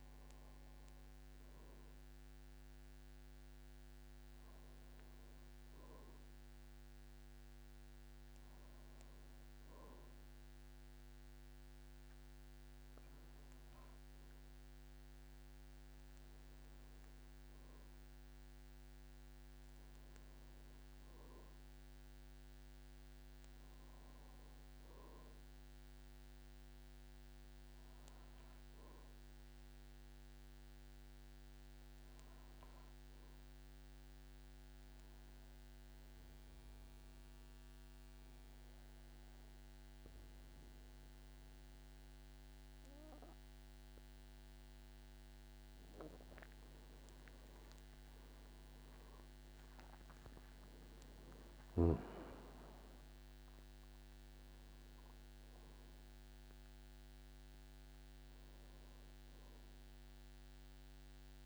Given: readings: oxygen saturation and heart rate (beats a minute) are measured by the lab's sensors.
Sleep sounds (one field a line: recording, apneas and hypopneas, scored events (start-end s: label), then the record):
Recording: a person partly awake in a sleep study, hard to hear, by a microphone on the trachea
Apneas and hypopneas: 1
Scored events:
12.00-61.46 s: new sleep stage, N2 (light sleep)
29.00-46.00 s: obstructive apnea (oxygen 98% before, 91% lowest, heart rate 59 before, 51 extreme, up 57 after)
48.00-54.00 s: tachycardia (device-marked, heart rate 59 before, 109 extreme)
48.50-53.50 s: arousal
50.00-61.46 s: oxygen desaturation (device-marked, oxygen 97% before, 91% lowest, heart rate 54 before, 50 extreme)
51.50-53.50 s: long interval between heartbeats (device-marked, heart rate 54 before, 103 extreme)
From the record:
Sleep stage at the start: awake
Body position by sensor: on the back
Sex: male